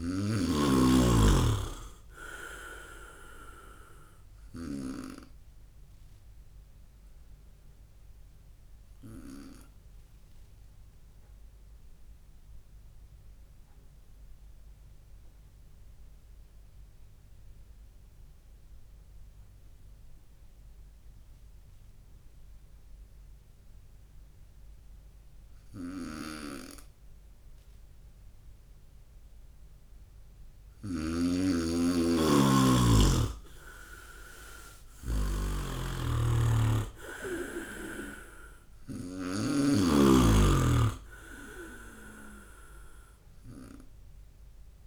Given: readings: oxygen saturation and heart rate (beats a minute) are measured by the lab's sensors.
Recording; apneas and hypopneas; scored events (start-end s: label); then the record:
breathing in sleep by a room microphone; 1
0.00-5.00 s: snoring (device-marked)
10.50-28.50 s: obstructive apnea (oxygen 100% before, 96% lowest, heart rate 62 before, 57 extreme, up 9 after)
26.00-31.00 s: snoring (device-marked)
34.00-38.00 s: arousal
35.50-39.00 s: snoring (device-marked)
From the record:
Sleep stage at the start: N2 (light sleep); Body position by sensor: on the right side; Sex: male